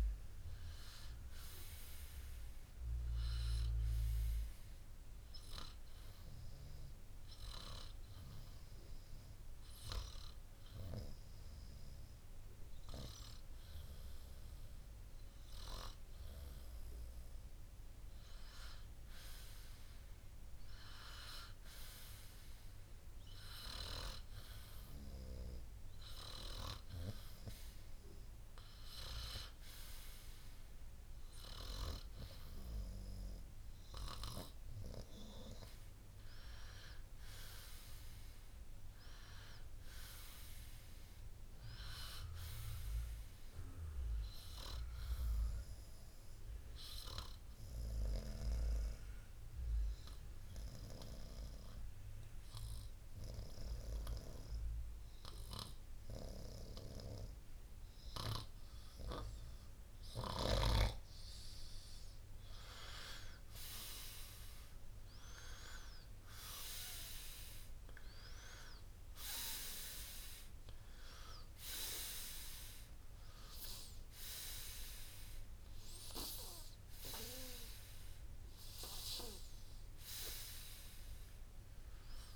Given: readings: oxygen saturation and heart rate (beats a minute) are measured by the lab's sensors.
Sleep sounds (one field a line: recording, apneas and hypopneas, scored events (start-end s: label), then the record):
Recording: breathing in sleep by a room microphone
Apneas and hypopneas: 2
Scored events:
0.50-18.50 s: oxygen desaturation (device-marked, oxygen 95% before, 91% lowest, heart rate 62 before, 55 extreme)
7.00-18.00 s: hypopnea (oxygen 95% before, 91% lowest, heart rate 63 before, 55 extreme, up 13 after)
20.50-23.50 s: arousal
46.50-60.00 s: obstructive apnea (oxygen 94% before, 90% lowest, heart rate 64 before, 61 extreme, up 6 after)
63.00-66.50 s: arousal
From the record:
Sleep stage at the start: N2 (light sleep)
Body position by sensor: on the right side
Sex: male